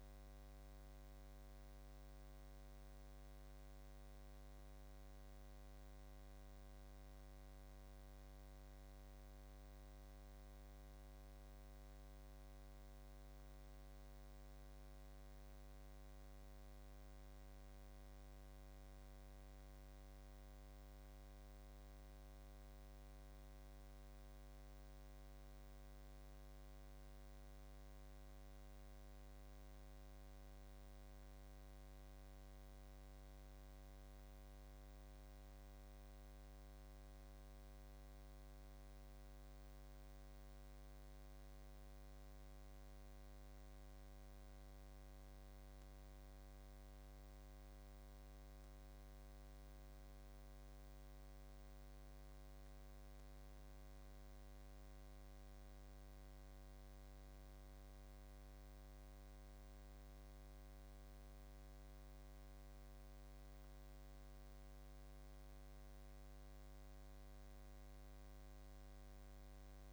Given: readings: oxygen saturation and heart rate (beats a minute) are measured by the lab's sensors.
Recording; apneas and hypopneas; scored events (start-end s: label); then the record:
breathing in sleep, hard to hear, by a microphone on the trachea; none
none scored
From the record:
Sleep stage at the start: N1 (lightest sleep); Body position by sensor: on the back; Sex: male